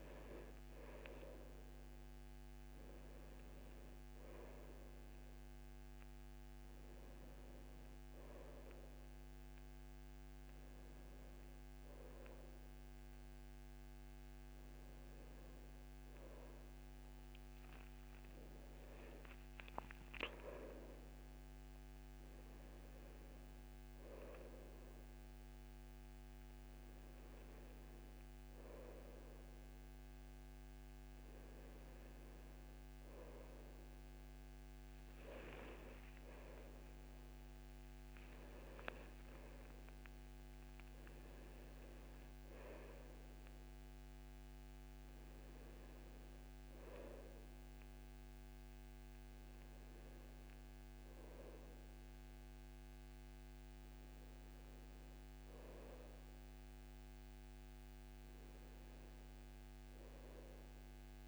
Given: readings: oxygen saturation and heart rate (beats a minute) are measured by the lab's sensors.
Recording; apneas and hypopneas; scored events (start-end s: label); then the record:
a person awake in a sleep study, by a microphone on the trachea; none
none scored
From the record:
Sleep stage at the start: awake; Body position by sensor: on the back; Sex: male